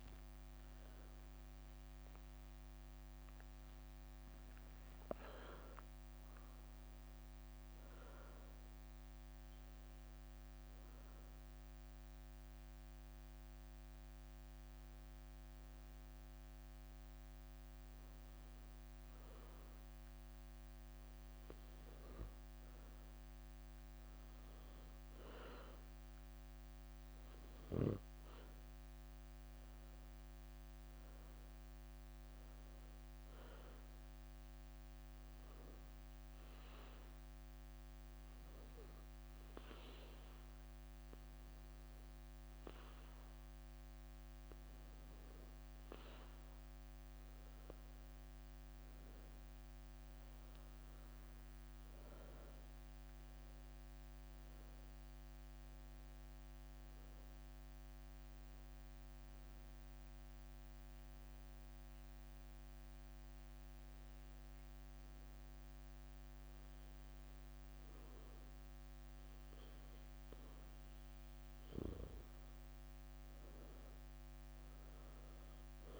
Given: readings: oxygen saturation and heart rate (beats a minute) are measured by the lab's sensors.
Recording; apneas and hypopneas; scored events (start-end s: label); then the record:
breathing in sleep, hard to hear, by a microphone on the trachea; 3
5.00-9.00 s: arousal
11.00-22.00 s: hypopnea (oxygen 98% before, 92% lowest, heart rate 77 before, 67 extreme, up 1 after)
24.00-29.50 s: arousal
24.00-76.00 s: new sleep stage, N2 (light sleep)
34.50-45.50 s: hypopnea (oxygen 98% before, 92% lowest, heart rate 71 before, 67 extreme, up 9 after)
49.00-52.00 s: arousal
49.00-53.50 s: leg movement (device-marked)
52.00-71.00 s: oxygen desaturation (device-marked, oxygen 95% before, 92% lowest, heart rate 69 before, 66 extreme)
59.50-70.50 s: obstructive apnea (oxygen 97% before, 92% lowest, heart rate 71 before, 66 extreme, up 5 after)
71.50-74.50 s: arousal
73.00-76.00 s: oxygen desaturation (device-marked, oxygen 97% before, 92% lowest, heart rate 71 before, 66 extreme)
73.50-76.00 s: leg movement (device-marked)
From the record:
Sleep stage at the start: N1 (lightest sleep); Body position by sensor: on the back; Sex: female